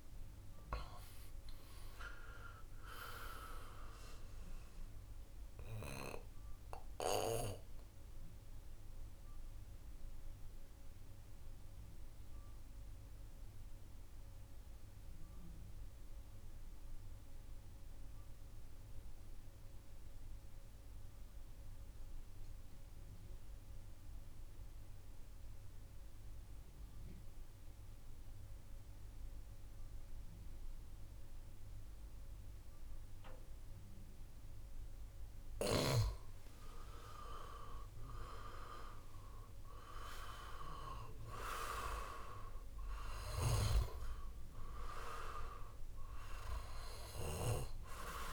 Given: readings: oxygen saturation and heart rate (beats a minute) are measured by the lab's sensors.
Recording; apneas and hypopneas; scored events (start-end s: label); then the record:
breathing in sleep by a room microphone; 1
0.00-20.50 s: oxygen desaturation (device-marked, oxygen 84% lowest, heart rate 55 extreme)
8.00-36.50 s: mixed apnea (oxygen 96% before, 84% lowest, heart rate 78 before, 55 extreme, up 5 after)
35.50-48.33 s: oxygen desaturation (device-marked, oxygen 98% before, 89% lowest, heart rate 63 before, 57 extreme)
38.50-43.00 s: arousal
From the record:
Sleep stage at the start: N2 (light sleep); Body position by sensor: on the back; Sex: male